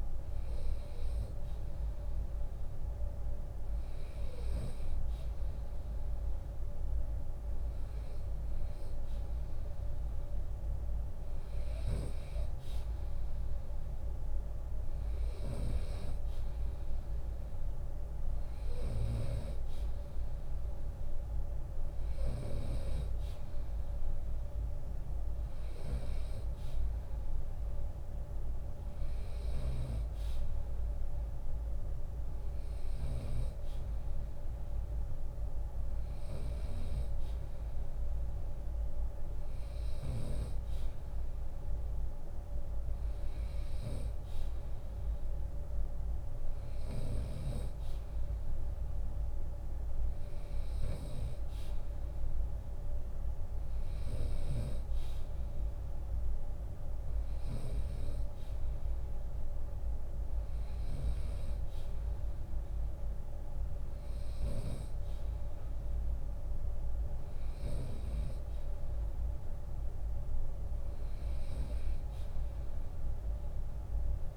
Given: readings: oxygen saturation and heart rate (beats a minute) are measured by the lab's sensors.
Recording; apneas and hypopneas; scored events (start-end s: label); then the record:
breathing in sleep by a room microphone; none
7.50-18.50 s: drop in pulse transit time (device-marked, heart rate 81 before, 76 extreme)
8.50-10.50 s: long interval between heartbeats (device-marked, heart rate 82 before, 85 extreme)
35.50-39.50 s: snoring (device-marked)
47.50-49.50 s: long interval between heartbeats (device-marked, heart rate 76 before, 75 extreme)
From the record:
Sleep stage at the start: N2 (light sleep); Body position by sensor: on the right side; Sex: male